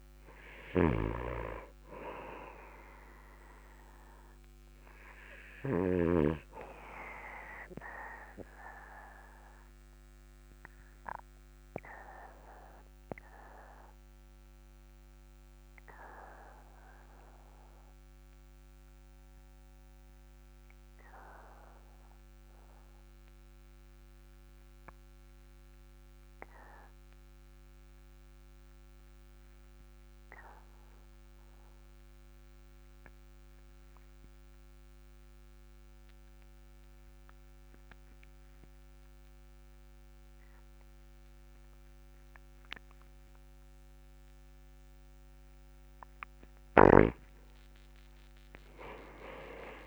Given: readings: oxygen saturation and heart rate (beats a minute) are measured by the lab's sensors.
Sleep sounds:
breathing in sleep by a microphone on the trachea; 1
7.50-45.50 s: obstructive apnea (oxygen 98% before, 90% lowest, heart rate 50 before, 38 extreme, up 6 after)
From the record:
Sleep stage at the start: N2 (light sleep); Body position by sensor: on the back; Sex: male

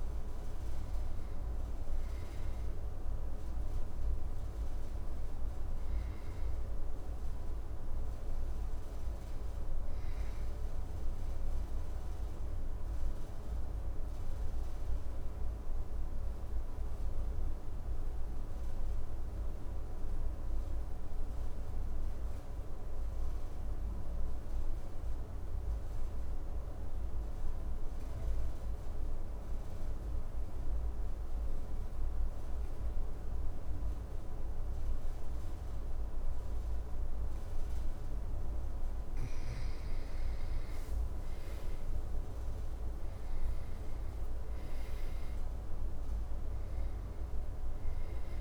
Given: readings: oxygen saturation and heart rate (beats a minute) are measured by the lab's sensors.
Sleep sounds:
breathing in sleep, hard to hear, by a room microphone; 1
0.00-22.50 s: oxygen desaturation (device-marked, oxygen 86% lowest, heart rate 54 extreme)
10.50-36.00 s: obstructive apnea (oxygen 97% before, 86% lowest, heart rate 64 before, 53 extreme, up 9 after)
39.50-48.41 s: oxygen desaturation (device-marked, oxygen 99% before, 86% lowest, heart rate 56 before, 52 extreme)
40.50-45.50 s: arousal
From the record:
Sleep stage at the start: N2 (light sleep); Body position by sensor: on the back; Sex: male

